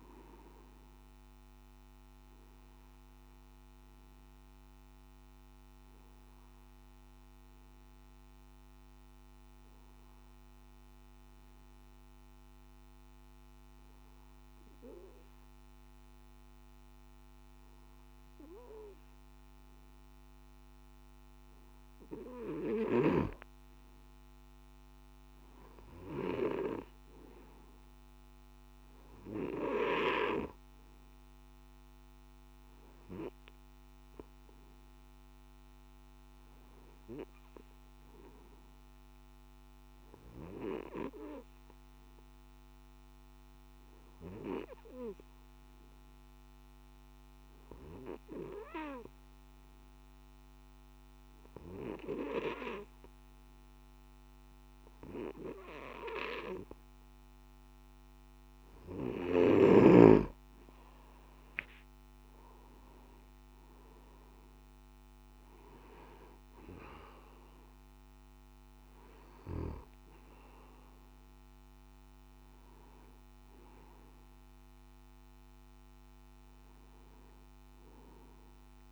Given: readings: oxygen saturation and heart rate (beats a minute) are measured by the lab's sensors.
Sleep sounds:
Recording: breathing in sleep by a microphone on the trachea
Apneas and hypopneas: 2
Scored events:
0.00-14.00 s: oxygen desaturation (device-marked, oxygen 94% lowest, heart rate 52 extreme)
4.50-20.00 s: obstructive apnea (oxygen 98% before, 93% lowest, heart rate 57 before, 52 extreme, up 5 after)
28.00-51.00 s: oxygen desaturation (device-marked, oxygen 98% before, 93% lowest, heart rate 54 before, 53 extreme)
44.00-59.00 s: obstructive apnea (oxygen 98% before, 93% lowest, heart rate 55 before, 54 extreme, up 6 after)
45.00-78.92 s: new sleep stage, N3 (deep sleep)
From the record:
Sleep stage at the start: N2 (light sleep)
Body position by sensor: on the back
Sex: male

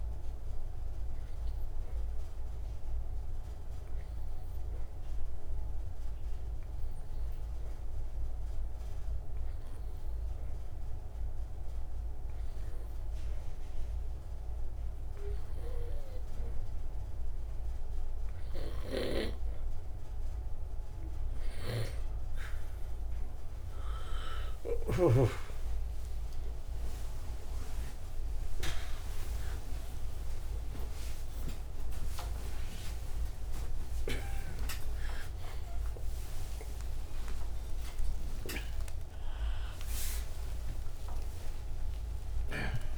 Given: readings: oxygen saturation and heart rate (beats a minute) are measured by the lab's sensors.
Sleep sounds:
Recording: a person partly awake in a sleep study, by a room microphone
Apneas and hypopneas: 1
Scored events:
0.00-8.50 s: oxygen desaturation (device-marked, oxygen 87% lowest)
0.50-19.00 s: obstructive apnea (oxygen 98% before, 87% lowest)
26.50-42.98 s: oxygen desaturation (device-marked, oxygen 97% before, 89% lowest)
27.50-42.98 s: new sleep stage, awake
From the record:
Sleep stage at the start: N2 (light sleep)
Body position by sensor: on the right side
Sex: male

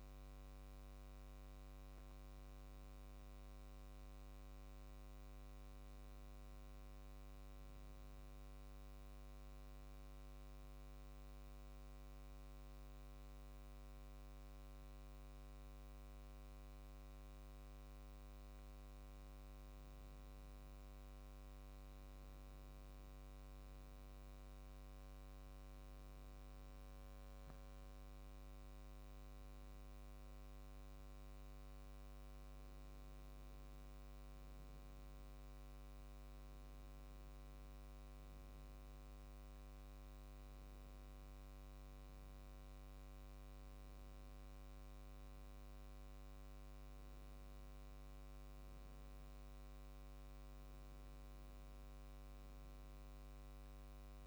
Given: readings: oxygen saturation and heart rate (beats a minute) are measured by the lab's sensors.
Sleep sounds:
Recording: breathing in sleep, hard to hear, by a microphone on the trachea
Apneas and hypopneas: 1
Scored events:
9.00-19.50 s: obstructive apnea (oxygen 96% before, 91% lowest, heart rate 73 before, 71 extreme, up 4 after)
22.00-25.50 s: arousal
30.00-47.00 s: oxygen desaturation (device-marked, oxygen 94% before, 91% lowest, heart rate 73 before, 71 extreme)
From the record:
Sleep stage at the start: N2 (light sleep)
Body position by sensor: on the back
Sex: male

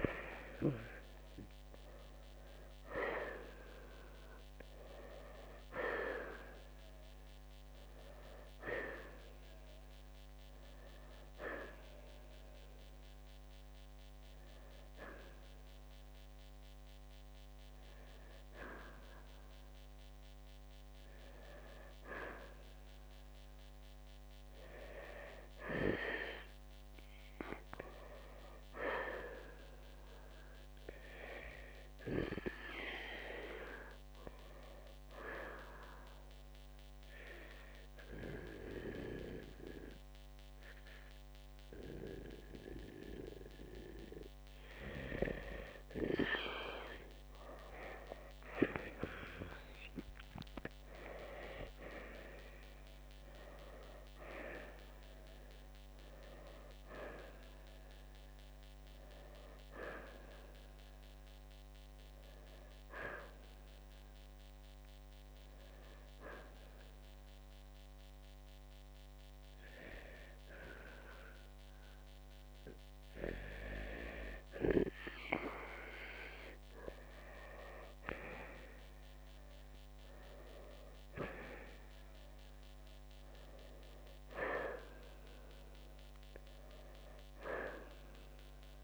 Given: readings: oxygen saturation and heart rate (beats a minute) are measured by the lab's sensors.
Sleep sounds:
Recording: breathing in sleep by a microphone on the trachea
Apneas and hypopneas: 3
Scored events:
0.00-3.00 s: oxygen desaturation (device-marked, oxygen 88% lowest, heart rate 62 extreme)
10.50-21.00 s: hypopnea (oxygen 94% before, 86% lowest, heart rate 64 before, 60 extreme, up 4 after)
22.50-26.00 s: arousal
23.00-35.00 s: oxygen desaturation (device-marked, oxygen 92% before, 86% lowest, heart rate 67 before, 60 extreme)
35.50-45.50 s: obstructive apnea (oxygen 93% before, 87% lowest, heart rate 65 before, 60 extreme, up 7 after)
49.50-54.50 s: arousal
61.50-72.50 s: hypopnea (oxygen 94% before, 87% lowest, heart rate 65 before, 58 extreme, up 7 after)
70.00-81.00 s: oxygen desaturation (device-marked, oxygen 91% before, 87% lowest, heart rate 67 before, 56 extreme)
80.00-84.00 s: arousal
From the record:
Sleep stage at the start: N2 (light sleep)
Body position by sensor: on the right side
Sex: male

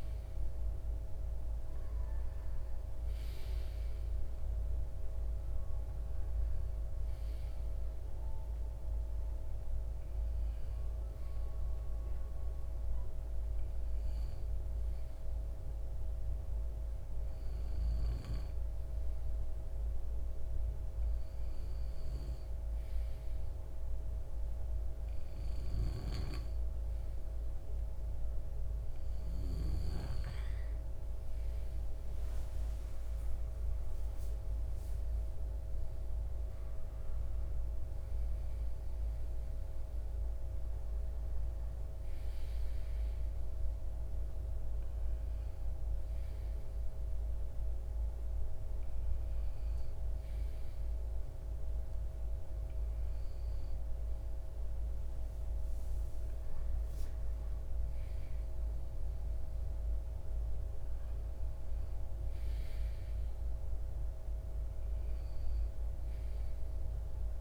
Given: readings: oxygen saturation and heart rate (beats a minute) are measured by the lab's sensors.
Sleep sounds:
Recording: breathing in sleep, hard to hear, by a room microphone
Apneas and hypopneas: none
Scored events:
24.50-55.50 s: oxygen desaturation (device-marked, oxygen 96% before, 93% lowest, heart rate 56 before, 53 extreme)
From the record:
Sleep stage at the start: N2 (light sleep)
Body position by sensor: on the left side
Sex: male

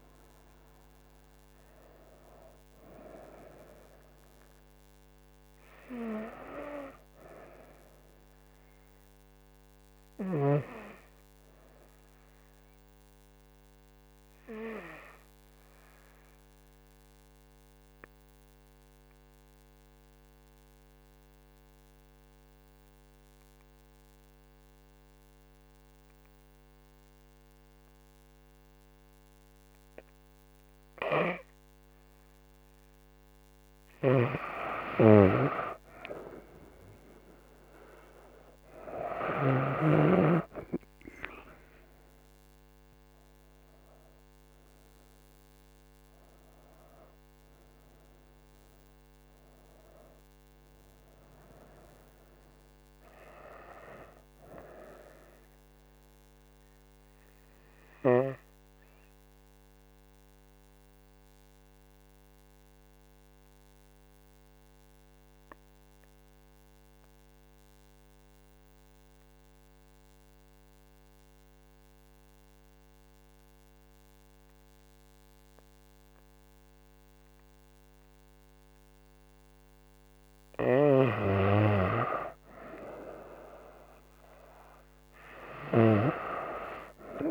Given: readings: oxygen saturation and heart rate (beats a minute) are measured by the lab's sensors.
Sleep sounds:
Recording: breathing in sleep by a microphone on the trachea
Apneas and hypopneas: 2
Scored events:
16.50-31.00 s: obstructive apnea (oxygen 98% before, 93% lowest, heart rate 73 before, 67 extreme, up 3 after)
33.50-35.50 s: arousal
35.00-65.00 s: oxygen desaturation (device-marked, oxygen 98% before, 93% lowest, heart rate 68 before, 65 extreme)
60.00-81.00 s: obstructive apnea (oxygen 97% before, 94% lowest, heart rate 75 before, 66 extreme, up 5 after)
83.00-86.50 s: arousal
84.00-87.31 s: oxygen desaturation (device-marked, oxygen 98% before, 94% lowest, heart rate 67 before, 66 extreme)
From the record:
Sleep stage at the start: N2 (light sleep)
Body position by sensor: on the right side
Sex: female

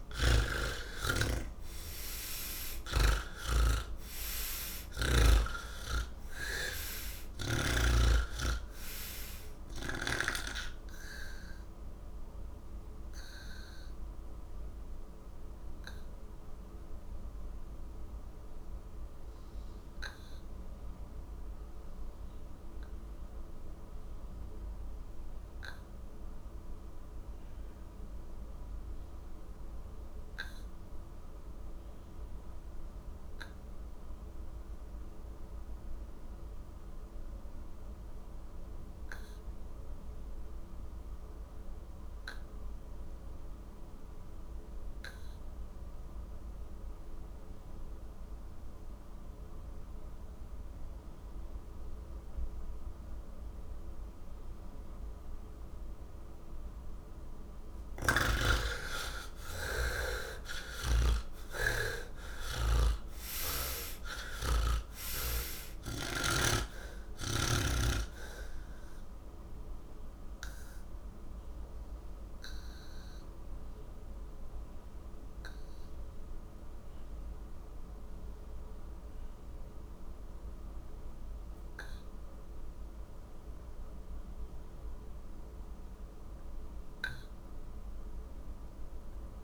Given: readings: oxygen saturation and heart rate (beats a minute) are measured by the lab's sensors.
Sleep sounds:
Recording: breathing in sleep by a room microphone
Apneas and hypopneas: none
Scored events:
0.00-3.00 s: snoring (device-marked)
0.00-9.00 s: oxygen desaturation (device-marked, oxygen 81% lowest, heart rate 50 extreme)
29.00-89.44 s: new sleep stage, N1 (lightest sleep)
41.00-86.00 s: oxygen desaturation (device-marked, oxygen 97% before, 70% lowest)
57.50-61.00 s: snoring (device-marked)
From the record:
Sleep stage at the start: N3 (deep sleep)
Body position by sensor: on the back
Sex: male

